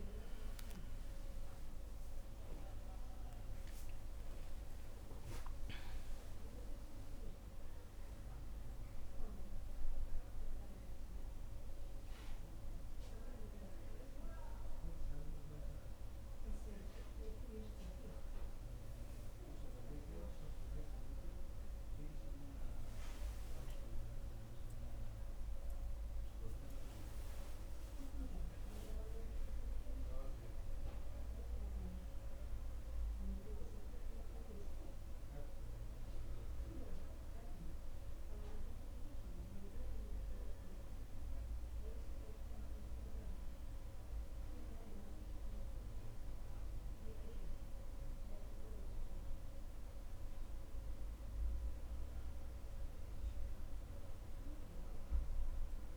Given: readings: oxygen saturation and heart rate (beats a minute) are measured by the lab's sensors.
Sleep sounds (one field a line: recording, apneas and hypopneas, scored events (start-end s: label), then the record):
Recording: a person awake in a sleep study, hard to hear, by a room microphone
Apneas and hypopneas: none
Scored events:
46.00-55.97 s: new sleep stage, N1 (lightest sleep)
From the record:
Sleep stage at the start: awake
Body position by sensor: on the back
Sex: female